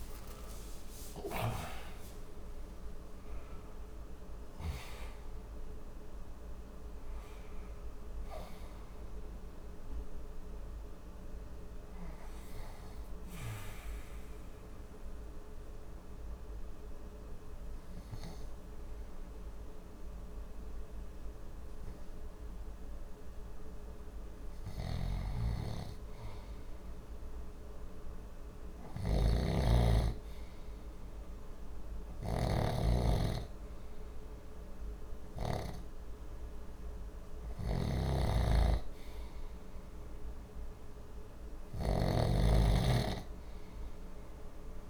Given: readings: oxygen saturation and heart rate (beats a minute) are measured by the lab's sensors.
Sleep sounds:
breathing in sleep by a room microphone; 1
0.00-11.00 s: oxygen desaturation (device-marked, oxygen 89% lowest, heart rate 59 extreme)
12.00-24.00 s: hypopnea (oxygen 95% before, 89% lowest, heart rate 84 before, 59 extreme, up 4 after)
24.50-44.90 s: snoring (device-marked)
27.00-31.50 s: arousal
From the record:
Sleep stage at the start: N2 (light sleep); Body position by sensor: on the left side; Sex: male

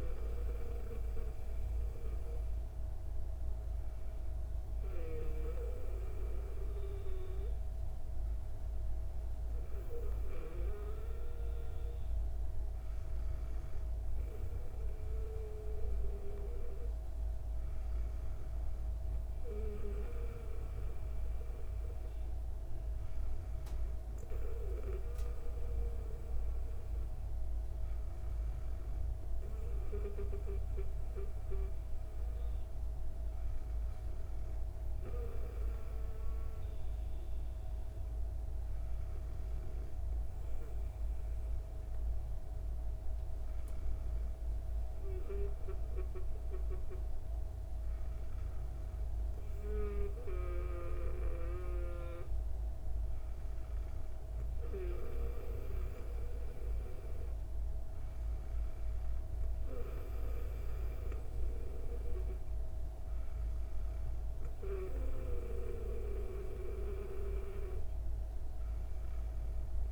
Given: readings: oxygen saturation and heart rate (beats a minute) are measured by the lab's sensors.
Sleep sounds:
breathing in sleep by a room microphone; none
none scored
From the record:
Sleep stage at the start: N2 (light sleep); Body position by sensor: on the back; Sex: female

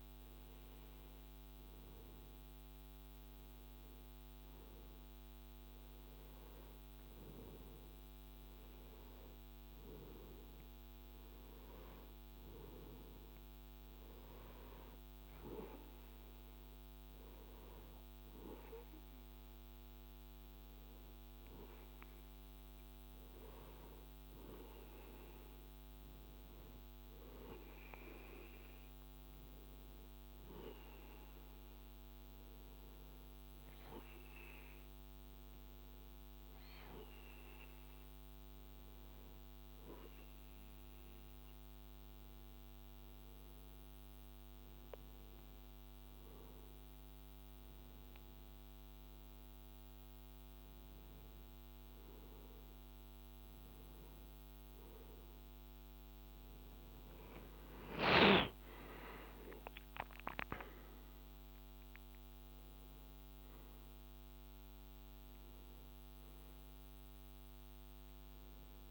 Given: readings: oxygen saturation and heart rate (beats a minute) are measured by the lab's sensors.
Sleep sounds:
breathing in sleep by a microphone on the trachea; none
53.50-58.50 s: arousal
59.00-68.91 s: new sleep stage, N1 (lightest sleep)
From the record:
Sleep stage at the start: N2 (light sleep); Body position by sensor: on the right side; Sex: male

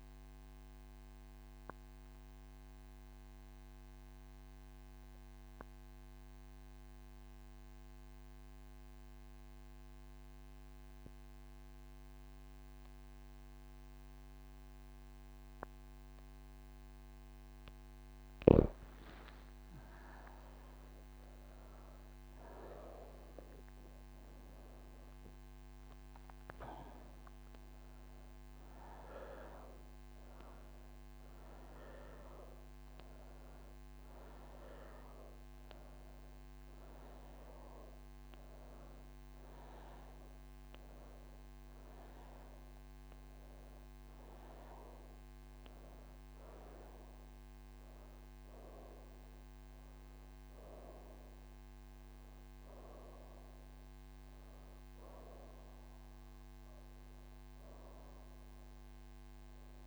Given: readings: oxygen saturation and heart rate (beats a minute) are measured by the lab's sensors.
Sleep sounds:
breathing in sleep by a microphone on the trachea; none
47.50-59.87 s: oxygen desaturation (device-marked, oxygen 93% before, 87% lowest)
From the record:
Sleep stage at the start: N3 (deep sleep); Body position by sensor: on the right side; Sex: female

